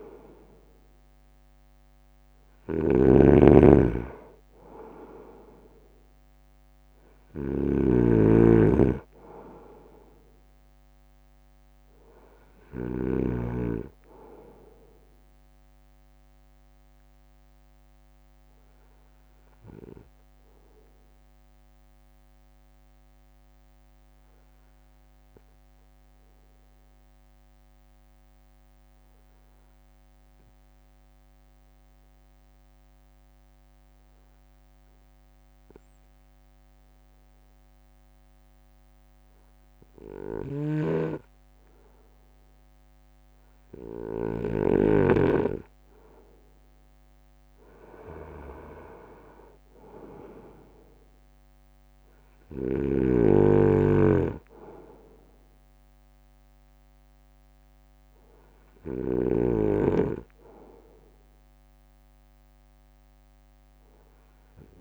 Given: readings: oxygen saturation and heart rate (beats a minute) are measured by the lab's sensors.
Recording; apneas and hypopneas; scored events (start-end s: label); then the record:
breathing in sleep by a microphone on the trachea; 1
0.00-13.50 s: snoring (device-marked)
0.00-17.00 s: drop in pulse transit time (device-marked, heart rate 53 extreme)
18.00-42.50 s: obstructive apnea (oxygen 97% before, 94% lowest, heart rate 56 before, 49 extreme, up 6 after)
40.50-45.00 s: snoring (device-marked)
46.00-64.00 s: drop in pulse transit time (device-marked, heart rate 54 before, 49 extreme)
50.00-54.50 s: arousal
From the record:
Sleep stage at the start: N2 (light sleep); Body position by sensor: on the front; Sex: male